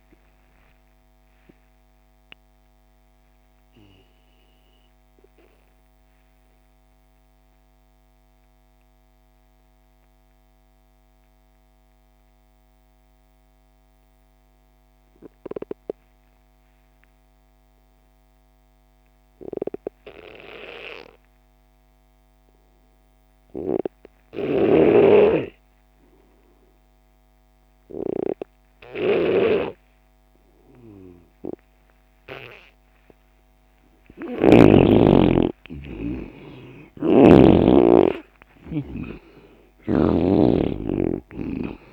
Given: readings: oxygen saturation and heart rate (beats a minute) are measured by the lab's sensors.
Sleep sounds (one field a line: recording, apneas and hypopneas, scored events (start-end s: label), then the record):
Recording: breathing in sleep by a microphone on the trachea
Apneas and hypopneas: 1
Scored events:
0.00-15.00 s: oxygen desaturation (device-marked, oxygen 86% lowest)
1.00-34.50 s: mixed apnea (oxygen 98% before, 86% lowest)
24.00-34.50 s: snoring (device-marked)
27.00-41.93 s: oxygen desaturation (device-marked, oxygen 98% before, 89% lowest)
35.50-39.00 s: arousal
36.50-41.93 s: snoring (device-marked)
From the record:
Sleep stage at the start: N2 (light sleep)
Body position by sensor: on the left side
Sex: male